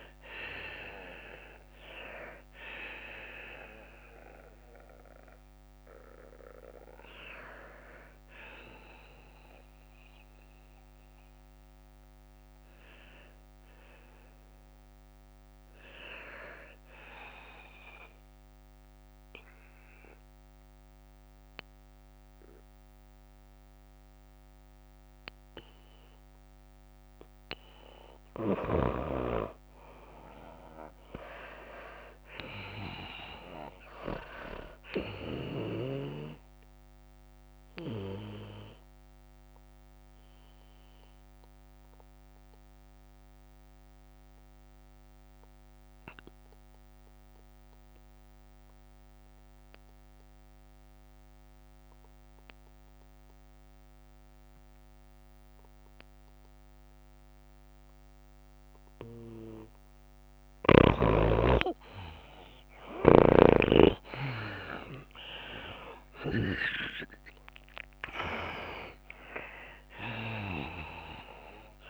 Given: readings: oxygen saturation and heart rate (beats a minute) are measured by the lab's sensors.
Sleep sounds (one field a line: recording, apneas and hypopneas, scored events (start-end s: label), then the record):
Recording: breathing in sleep by a microphone on the trachea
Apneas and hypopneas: 2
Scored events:
0.00-6.00 s: drop in pulse transit time (device-marked, heart rate 105 extreme)
0.00-14.00 s: oxygen desaturation (device-marked, oxygen 84% lowest, heart rate 98 extreme)
0.00-18.00 s: tachycardia (device-marked, heart rate 133 extreme)
18.50-28.50 s: obstructive apnea (oxygen 99% before, 84% lowest, heart rate 110 before, 96 extreme, up 3 after)
30.00-41.00 s: tachycardia (device-marked, heart rate 104 before, 102 extreme)
30.00-52.00 s: oxygen desaturation (device-marked, oxygen 99% before, 89% lowest, heart rate 101 before, 96 extreme)
31.00-34.00 s: arousal
36.50-59.00 s: obstructive apnea (oxygen 99% before, 84% lowest, heart rate 100 before, 96 extreme, up 6 after)
59.00-71.90 s: oxygen desaturation (device-marked, oxygen 97% before, 84% lowest, heart rate 98 before, 96 extreme)
62.00-71.90 s: tachycardia (device-marked, heart rate 104 before, 107 extreme)
62.50-66.50 s: arousal
65.00-71.90 s: drop in pulse transit time (device-marked, heart rate 97 before, 101 extreme)
From the record:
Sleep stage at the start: N2 (light sleep)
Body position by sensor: on the left side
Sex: female